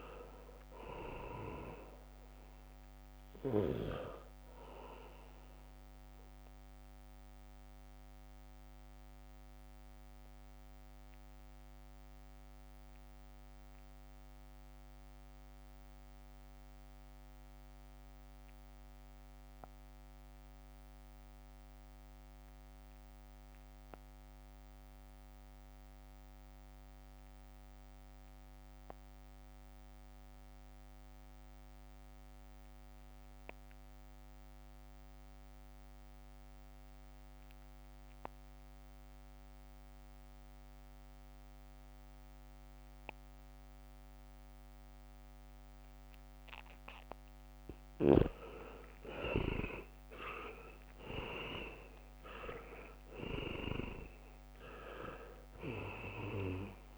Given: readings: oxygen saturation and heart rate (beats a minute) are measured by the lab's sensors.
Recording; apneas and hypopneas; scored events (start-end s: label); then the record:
breathing in sleep by a microphone on the trachea; 1
0.00-22.50 s: oxygen desaturation (device-marked, oxygen 64% lowest, heart rate 55 extreme)
6.50-47.50 s: mixed apnea (oxygen 85% before, 64% lowest, heart rate 68 before, 65 extreme, up 9 after)
34.50-56.98 s: oxygen desaturation (device-marked, oxygen 99% before, 65% lowest, heart rate 73 before, 65 extreme)
49.50-55.00 s: arousal
From the record:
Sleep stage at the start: REM sleep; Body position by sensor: on the back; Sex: male